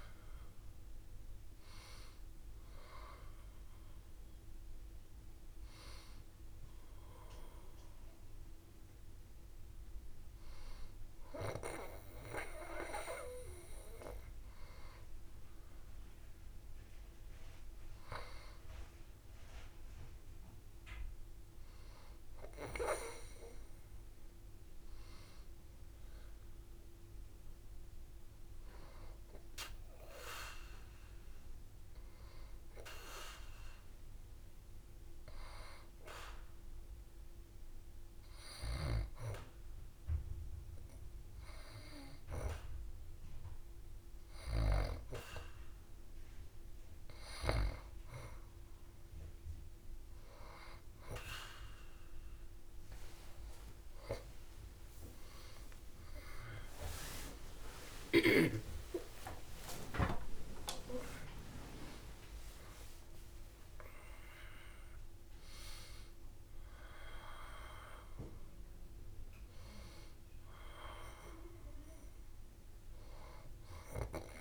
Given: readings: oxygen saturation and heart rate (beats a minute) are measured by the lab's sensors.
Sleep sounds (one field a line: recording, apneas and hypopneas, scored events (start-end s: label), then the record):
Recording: breathing in sleep by a room microphone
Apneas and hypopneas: 1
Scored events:
10.00-23.00 s: oxygen desaturation (device-marked, oxygen 91% before, 87% lowest, heart rate 84 before, 66 extreme)
30.00-33.50 s: arousal
35.50-47.00 s: hypopnea (oxygen 95% before, 90% lowest, heart rate 68 before, 69 extreme, up 6 after)
52.50-58.00 s: arousal
55.00-72.00 s: oxygen desaturation (device-marked, oxygen 93% before, 90% lowest, heart rate 71 before, 66 extreme)
58.00-60.00 s: long interval between heartbeats (device-marked, heart rate 72 before, 90 extreme)
From the record:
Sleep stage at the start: N2 (light sleep)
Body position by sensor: on the back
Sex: female